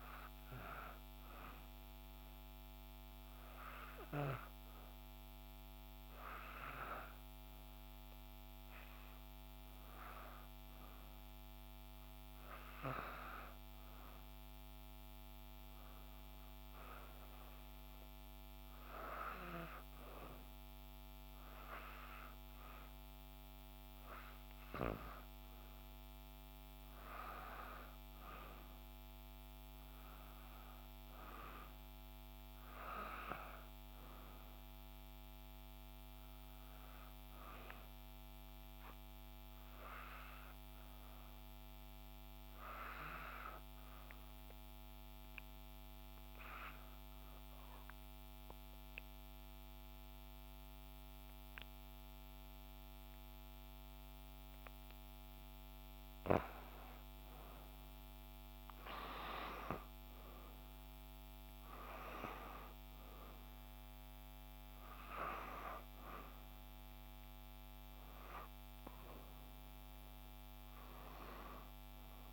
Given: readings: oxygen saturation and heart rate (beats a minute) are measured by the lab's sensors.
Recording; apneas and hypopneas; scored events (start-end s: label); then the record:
breathing in sleep by a microphone on the trachea; 2
15.50-25.50 s: hypopnea (oxygen 93% before, 88% lowest, heart rate 61 before, 60 extreme, up 2 after)
27.50-31.00 s: arousal
40.00-56.00 s: obstructive apnea (oxygen 93% before, 87% lowest, heart rate 62 before, 60 extreme, up 3 after)
58.50-62.00 s: arousal
59.50-72.33 s: oxygen desaturation (device-marked, oxygen 95% before, 88% lowest, heart rate 61 before, 60 extreme)
From the record:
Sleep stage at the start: N2 (light sleep); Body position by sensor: on the right side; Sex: female